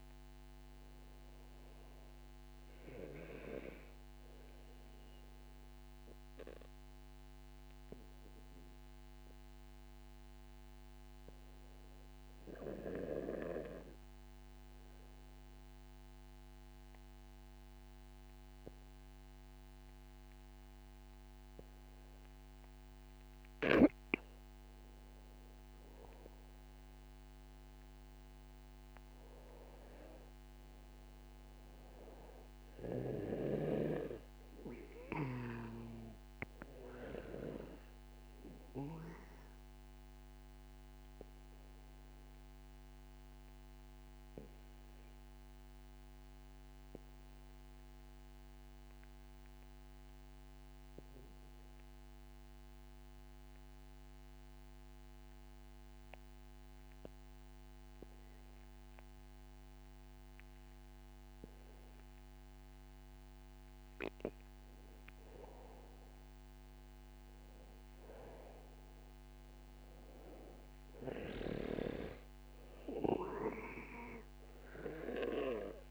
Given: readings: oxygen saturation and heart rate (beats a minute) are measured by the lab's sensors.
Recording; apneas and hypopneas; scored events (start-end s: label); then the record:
breathing in sleep by a microphone on the trachea; 2
0.00-15.50 s: oxygen desaturation (device-marked, oxygen 91% lowest)
4.00-25.00 s: mixed apnea (oxygen 97% before, 91% lowest)
26.50-30.50 s: arousal
30.50-52.50 s: oxygen desaturation (device-marked, oxygen 96% before, 92% lowest)
40.00-64.50 s: mixed apnea (oxygen 96% before, 92% lowest, heart rate 43 before, 27 extreme, up 0 after)
66.50-69.50 s: arousal
66.50-75.91 s: oxygen desaturation (device-marked, oxygen 97% before, 92% lowest, heart rate 61 before, 27 extreme)
From the record:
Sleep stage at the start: N2 (light sleep); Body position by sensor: on the back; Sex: male